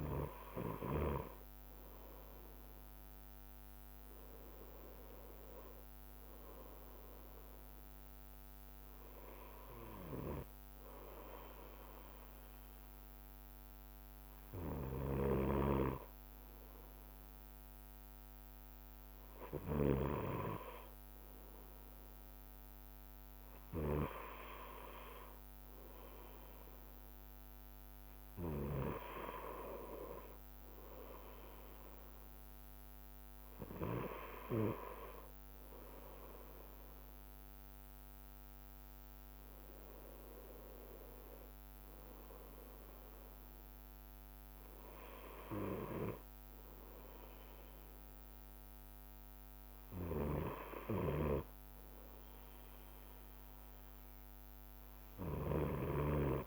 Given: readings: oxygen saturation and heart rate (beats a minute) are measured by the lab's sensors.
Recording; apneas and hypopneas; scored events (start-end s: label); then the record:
breathing in sleep by a microphone on the trachea; none
0.00-2.00 s: arousal
0.00-56.47 s: bradycardia (device-marked, heart rate 54 extreme)
39.00-43.50 s: arousal
From the record:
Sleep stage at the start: N2 (light sleep); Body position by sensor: on the right side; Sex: male